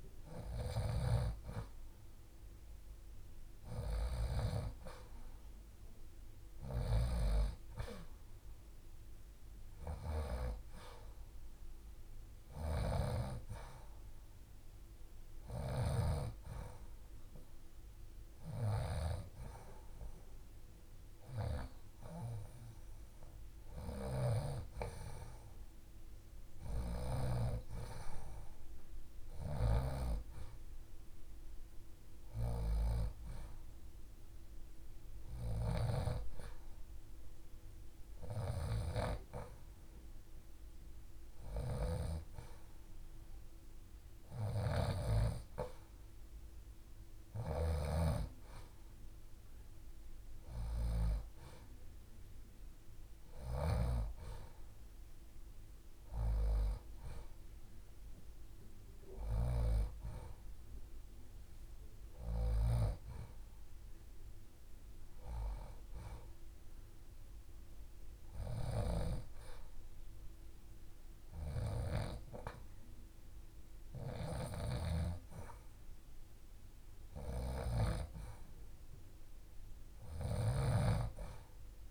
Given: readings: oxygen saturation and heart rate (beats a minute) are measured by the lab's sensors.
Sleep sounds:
breathing in sleep by a room microphone; none
none scored
From the record:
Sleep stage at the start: N2 (light sleep); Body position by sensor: on the left side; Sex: female

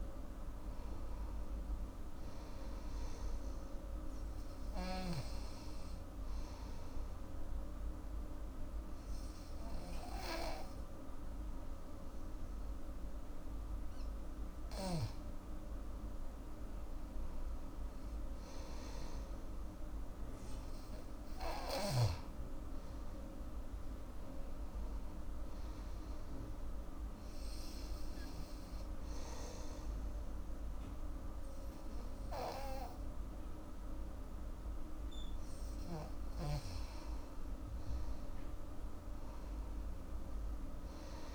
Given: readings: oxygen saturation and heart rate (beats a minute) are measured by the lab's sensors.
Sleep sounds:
breathing in sleep by a room microphone; 1
0.00-12.00 s: oxygen desaturation (device-marked, oxygen 93% lowest, heart rate 67 extreme)
26.00-36.00 s: hypopnea (oxygen 97% before, 87% lowest, heart rate 76 before, 70 extreme, up 8 after)
38.00-41.35 s: arousal
From the record:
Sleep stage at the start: N2 (light sleep); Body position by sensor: on the back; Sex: female

